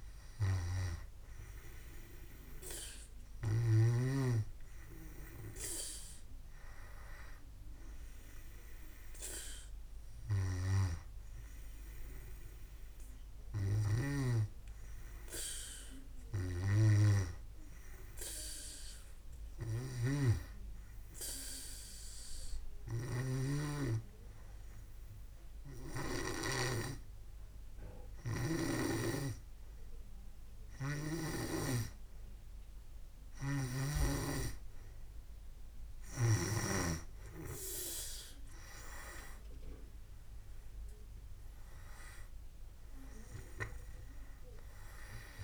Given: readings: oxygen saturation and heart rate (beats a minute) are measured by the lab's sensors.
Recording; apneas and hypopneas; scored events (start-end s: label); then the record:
breathing in sleep by a room microphone; 1
14.00-24.00 s: snoring (device-marked)
15.50-19.00 s: arousal
23.50-37.00 s: hypopnea (oxygen 98% before, 91% lowest, heart rate 67 before, 66 extreme, up 7 after)
31.00-34.50 s: snoring (device-marked)
38.50-42.50 s: arousal
39.00-45.43 s: oxygen desaturation (device-marked, oxygen 97% before, 93% lowest, heart rate 69 before, 66 extreme)
From the record:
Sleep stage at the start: N2 (light sleep); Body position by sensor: on the back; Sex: male